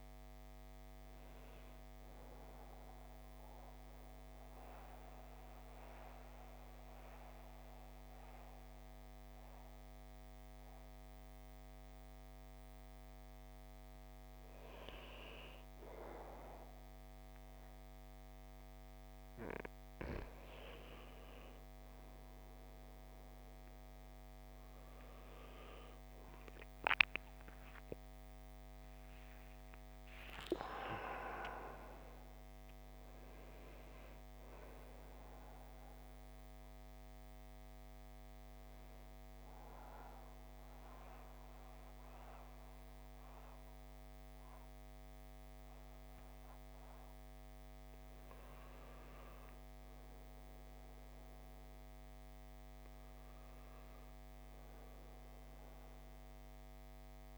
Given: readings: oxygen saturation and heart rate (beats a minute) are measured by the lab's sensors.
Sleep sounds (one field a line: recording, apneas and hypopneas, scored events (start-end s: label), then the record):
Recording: breathing in sleep by a microphone on the trachea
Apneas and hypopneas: 1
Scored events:
0.00-18.00 s: oxygen desaturation (device-marked, oxygen 90% lowest, heart rate 50 extreme)
3.00-13.50 s: central apnea (oxygen 97% before, 90% lowest, heart rate 68 before, 50 extreme, up 4 after)
25.00-30.00 s: arousal
30.00-44.00 s: oxygen desaturation (device-marked, oxygen 97% before, 93% lowest, heart rate 56 before, 52 extreme)
51.00-55.00 s: arousal
From the record:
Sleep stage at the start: N2 (light sleep)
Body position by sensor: on the back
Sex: male